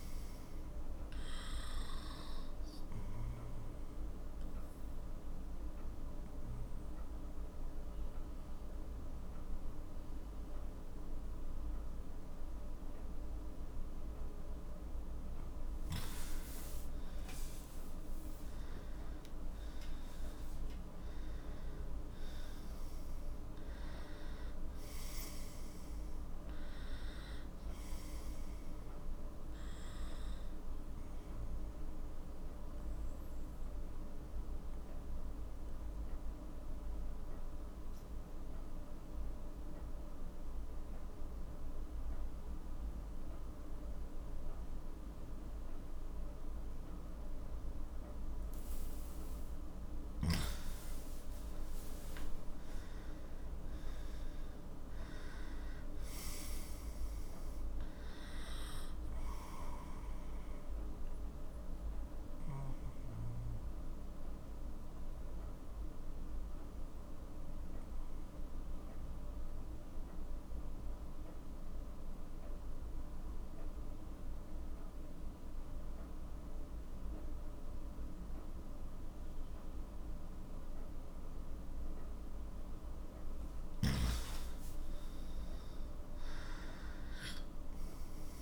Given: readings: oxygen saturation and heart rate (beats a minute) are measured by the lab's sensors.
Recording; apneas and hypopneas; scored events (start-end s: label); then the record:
breathing in sleep, hard to hear, by a room microphone; 3
4.00-16.00 s: obstructive apnea (oxygen 97% before, 92% lowest, heart rate 50 before, 42 extreme, up 12 after)
18.00-22.00 s: arousal
31.50-48.50 s: obstructive apnea (oxygen 96% before, 92% lowest, heart rate 53 before, 41 extreme, up 14 after)
50.50-55.50 s: arousal
57.00-74.00 s: oxygen desaturation (device-marked, oxygen 96% before, 92% lowest, heart rate 50 before, 41 extreme)
63.00-82.00 s: obstructive apnea (oxygen 97% before, 92% lowest, heart rate 53 before, 41 extreme, up 16 after)
83.50-87.00 s: arousal
86.00-88.42 s: oxygen desaturation (device-marked, oxygen 97% before, 92% lowest, heart rate 45 before, 41 extreme)
From the record:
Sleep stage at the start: N2 (light sleep); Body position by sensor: on the left side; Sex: male